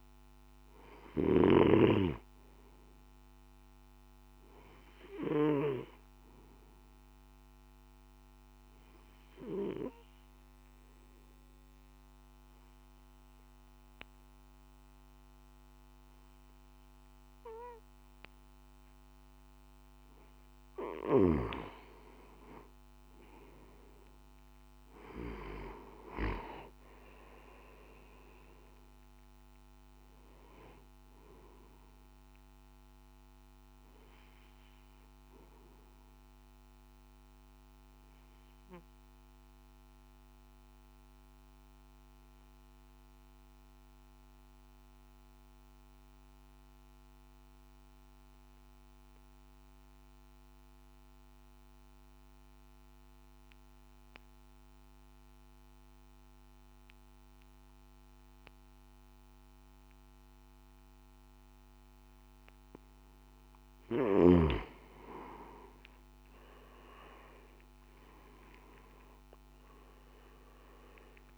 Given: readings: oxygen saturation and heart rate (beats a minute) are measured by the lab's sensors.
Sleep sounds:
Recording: breathing in sleep by a microphone on the trachea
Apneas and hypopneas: 2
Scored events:
0.00-1.50 s: snoring (device-marked)
7.00-20.50 s: obstructive apnea (oxygen 98% before, 88% lowest, heart rate 56 before, 51 extreme, up 8 after)
8.00-21.00 s: oxygen desaturation (device-marked, oxygen 97% before, 93% lowest, heart rate 56 before, 51 extreme)
36.50-62.50 s: obstructive apnea (oxygen 97% before, 86% lowest, heart rate 57 before, 52 extreme, up 12 after)
57.00-71.38 s: new sleep stage, N3 (deep sleep)
64.00-71.38 s: oxygen desaturation (device-marked, oxygen 98% before, 86% lowest, heart rate 54 before, 51 extreme)
From the record:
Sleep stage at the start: N2 (light sleep)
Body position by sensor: on the back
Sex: male

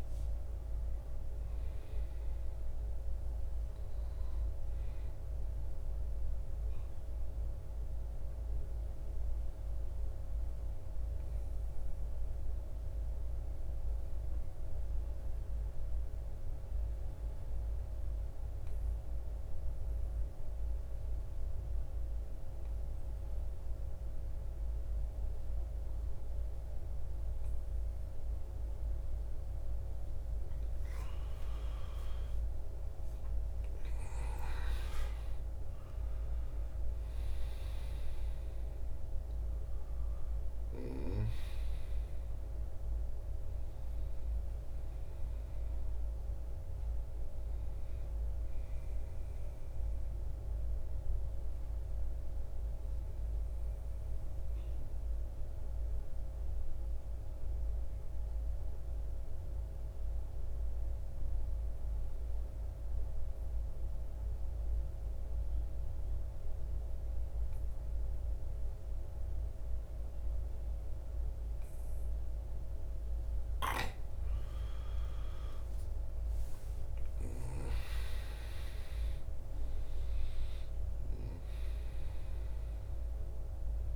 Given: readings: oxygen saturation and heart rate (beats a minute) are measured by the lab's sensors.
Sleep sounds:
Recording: breathing in sleep, hard to hear, by a room microphone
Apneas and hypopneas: 2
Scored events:
0.00-21.50 s: oxygen desaturation (device-marked, oxygen 88% lowest, heart rate 52 extreme)
5.00-29.50 s: mixed apnea (oxygen 97% before, 86% lowest, heart rate 56 before, 52 extreme, up 12 after)
28.50-60.50 s: oxygen desaturation (device-marked, oxygen 98% before, 86% lowest, heart rate 54 before, 48 extreme)
32.00-36.50 s: arousal
49.00-72.50 s: mixed apnea (oxygen 98% before, 85% lowest, heart rate 62 before, 48 extreme, up 14 after)
75.00-78.50 s: arousal
77.50-83.95 s: oxygen desaturation (device-marked, oxygen 98% before, 85% lowest, heart rate 52 before, 50 extreme)
From the record:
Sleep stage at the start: N2 (light sleep)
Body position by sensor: on the back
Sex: male

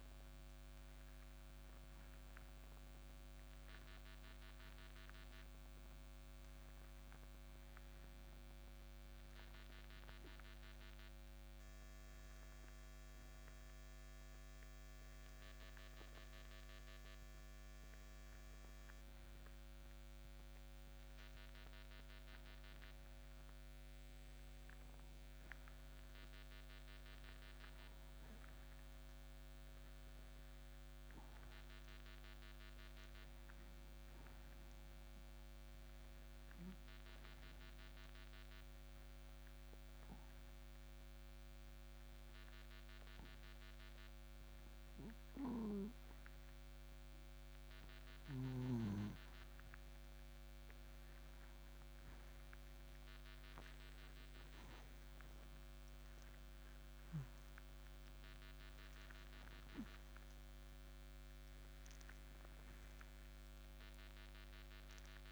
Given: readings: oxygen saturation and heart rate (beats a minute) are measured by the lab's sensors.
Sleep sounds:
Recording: breathing in sleep, hard to hear, by a microphone on the trachea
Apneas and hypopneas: 2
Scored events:
0.00-2.50 s: arousal
0.00-10.00 s: oxygen desaturation (device-marked, oxygen 91% lowest, heart rate 59 extreme)
11.50-23.50 s: obstructive apnea (oxygen 95% before, 91% lowest, heart rate 61 before, 59 extreme, up 4 after)
25.50-29.00 s: arousal
36.00-47.50 s: obstructive apnea (oxygen 97% before, 89% lowest, heart rate 62 before, 61 extreme, up 5 after)
51.50-56.00 s: arousal
From the record:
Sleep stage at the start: N2 (light sleep)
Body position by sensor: on the back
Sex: male

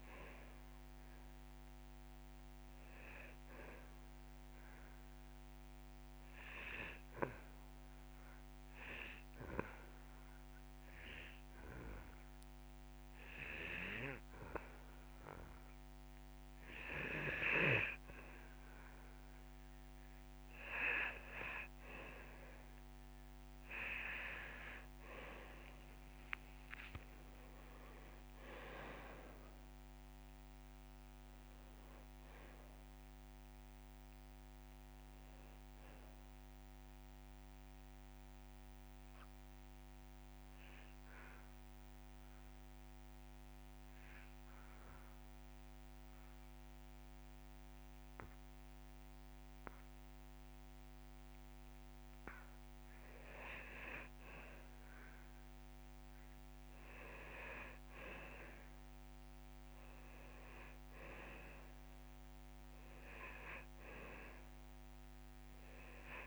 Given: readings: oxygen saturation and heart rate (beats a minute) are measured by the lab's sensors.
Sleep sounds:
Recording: breathing in sleep by a microphone on the trachea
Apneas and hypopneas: 2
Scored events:
0.00-1.00 s: oxygen desaturation (device-marked, oxygen 92% lowest)
0.50-4.00 s: arousal
6.00-17.50 s: obstructive apnea (oxygen 100% before, 92% lowest)
23.00-27.00 s: arousal
23.00-57.00 s: oxygen desaturation (device-marked, oxygen 99% before, 92% lowest)
41.00-54.00 s: obstructive apnea (oxygen 99% before, 92% lowest)
58.00-61.50 s: arousal
From the record:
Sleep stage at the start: N2 (light sleep)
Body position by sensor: on the back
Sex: male

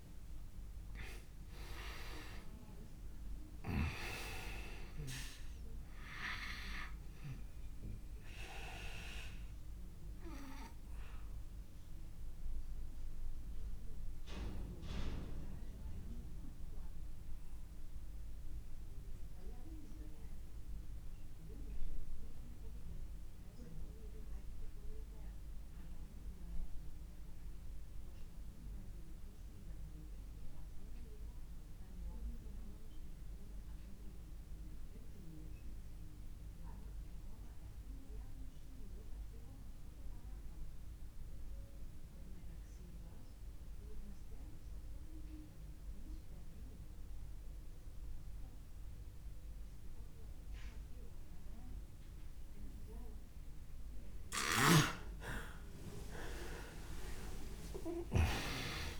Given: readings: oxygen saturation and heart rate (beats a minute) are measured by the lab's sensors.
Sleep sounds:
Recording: breathing in sleep by a room microphone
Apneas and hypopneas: 1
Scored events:
0.00-27.50 s: oxygen desaturation (device-marked, oxygen 85% lowest)
8.00-54.00 s: obstructive apnea (oxygen 98% before, 83% lowest)
47.50-59.00 s: oxygen desaturation (device-marked, oxygen 98% before, 83% lowest)
From the record:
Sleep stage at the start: N2 (light sleep)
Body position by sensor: on the back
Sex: male

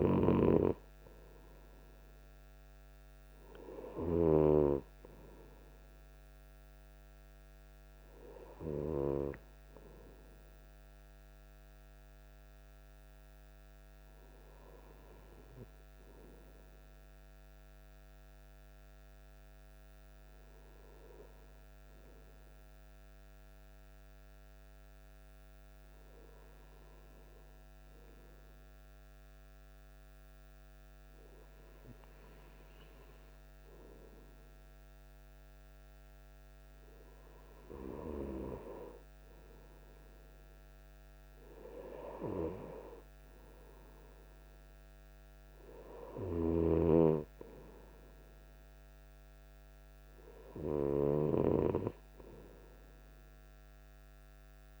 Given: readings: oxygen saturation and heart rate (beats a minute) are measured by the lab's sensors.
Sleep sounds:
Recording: breathing in sleep by a microphone on the trachea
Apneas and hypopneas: 1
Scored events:
16.00-37.00 s: hypopnea (oxygen 98% before, 96% lowest, heart rate 53 before, 50 extreme, up 4 after)
38.50-42.00 s: arousal
From the record:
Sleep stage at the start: N2 (light sleep)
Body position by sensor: on the right side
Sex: male

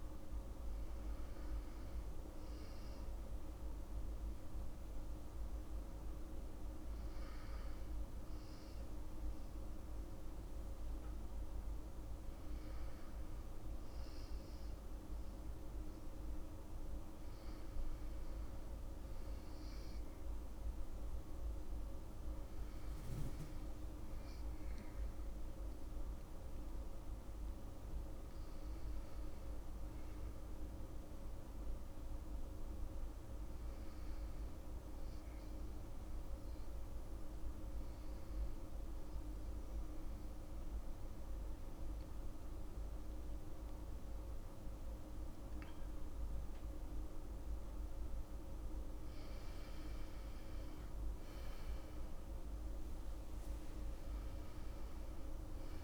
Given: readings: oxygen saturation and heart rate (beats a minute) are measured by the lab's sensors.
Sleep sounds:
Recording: a person awake in a sleep study, hard to hear, by a room microphone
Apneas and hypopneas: 1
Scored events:
39.00-50.00 s: obstructive apnea (oxygen 98% before, 92% lowest, heart rate 82 before, 77 extreme, up 2 after)
From the record:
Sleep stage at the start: awake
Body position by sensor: on the back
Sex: female

